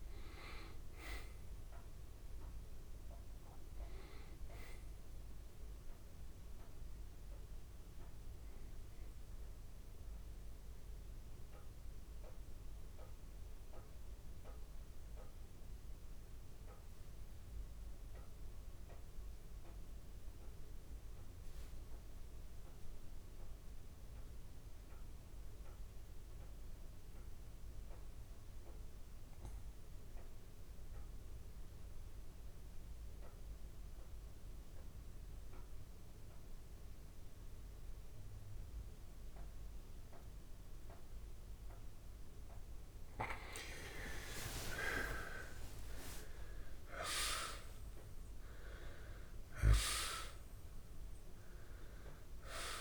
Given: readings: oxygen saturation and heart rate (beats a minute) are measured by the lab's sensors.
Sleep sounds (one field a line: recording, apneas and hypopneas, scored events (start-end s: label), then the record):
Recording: breathing in sleep by a room microphone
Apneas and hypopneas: 1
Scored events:
0.00-27.00 s: oxygen desaturation (device-marked, oxygen 85% lowest, heart rate 65 extreme)
9.50-43.00 s: mixed apnea (oxygen 96% before, 82% lowest, heart rate 78 before, 65 extreme, up 52 after)
37.00-52.81 s: oxygen desaturation (device-marked, oxygen 99% before, 82% lowest, heart rate 67 before, 66 extreme)
44.50-49.00 s: arousal
From the record:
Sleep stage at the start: N2 (light sleep)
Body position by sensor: on the back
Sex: male